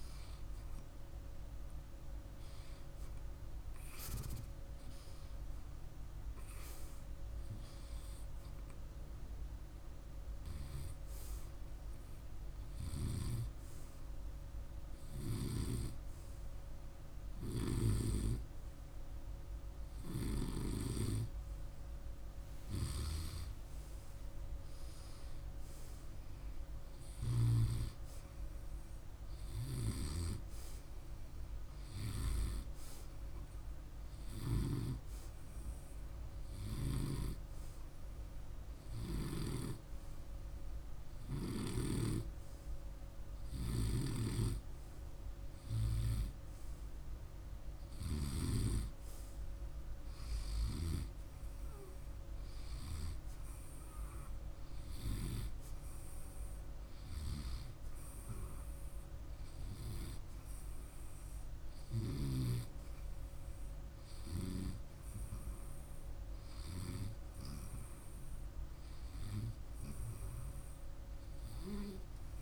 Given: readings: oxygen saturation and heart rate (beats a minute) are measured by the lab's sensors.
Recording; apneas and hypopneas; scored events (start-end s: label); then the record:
breathing in sleep by a room microphone; 1
10.50-21.00 s: hypopnea (oxygen 98% before, 96% lowest, heart rate 51 before, 50 extreme, up 2 after)
22.00-27.00 s: snoring (device-marked)
22.50-26.50 s: arousal
29.00-34.00 s: snoring (device-marked)
43.00-48.00 s: snoring (device-marked)
52.00-72.42 s: new sleep stage, N2 (light sleep)
From the record:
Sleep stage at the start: N1 (lightest sleep); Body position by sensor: on the right side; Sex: male